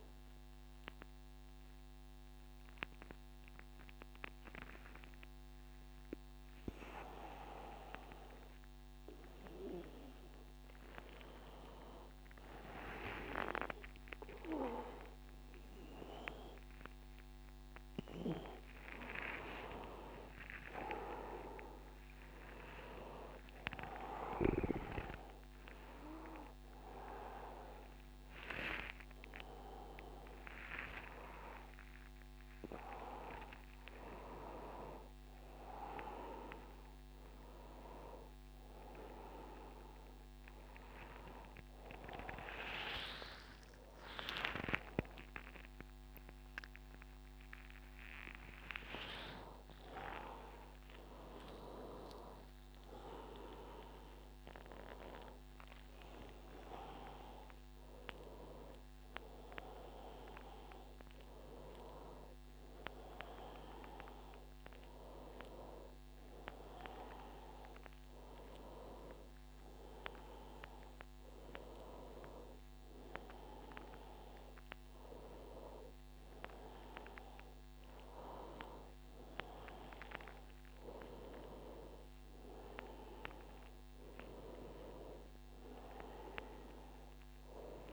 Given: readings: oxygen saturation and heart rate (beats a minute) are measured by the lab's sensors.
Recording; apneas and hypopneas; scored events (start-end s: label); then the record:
a person awake in a sleep study, by a microphone on the trachea; none
15.00-17.00 s: long interval between heartbeats (device-marked, heart rate 93 before, 120 extreme)
50.00-80.00 s: new sleep stage, N1 (lightest sleep)
59.00-66.00 s: oxygen desaturation (device-marked, oxygen 96% before, 93% lowest, heart rate 98 before, 94 extreme)
80.00-87.93 s: new sleep stage, N2 (light sleep)
From the record:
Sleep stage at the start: awake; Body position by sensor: on the back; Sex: male